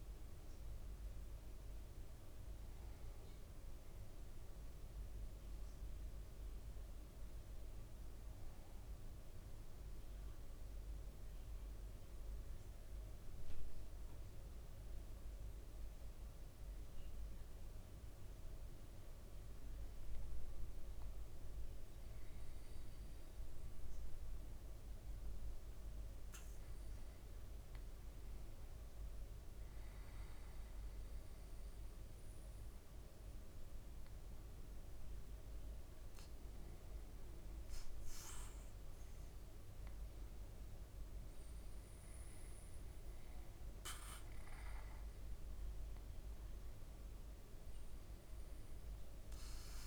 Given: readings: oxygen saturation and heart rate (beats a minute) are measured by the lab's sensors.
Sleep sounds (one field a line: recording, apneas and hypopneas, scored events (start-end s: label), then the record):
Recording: breathing in sleep, hard to hear, by a room microphone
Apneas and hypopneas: 1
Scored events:
0.00-1.50 s: oxygen desaturation (device-marked, oxygen 94% lowest, heart rate 53 extreme)
9.50-19.50 s: central apnea (oxygen 97% before, 94% lowest, heart rate 58 before, 53 extreme, up 2 after)
22.50-26.50 s: arousal
From the record:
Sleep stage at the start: N2 (light sleep)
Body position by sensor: on the back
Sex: male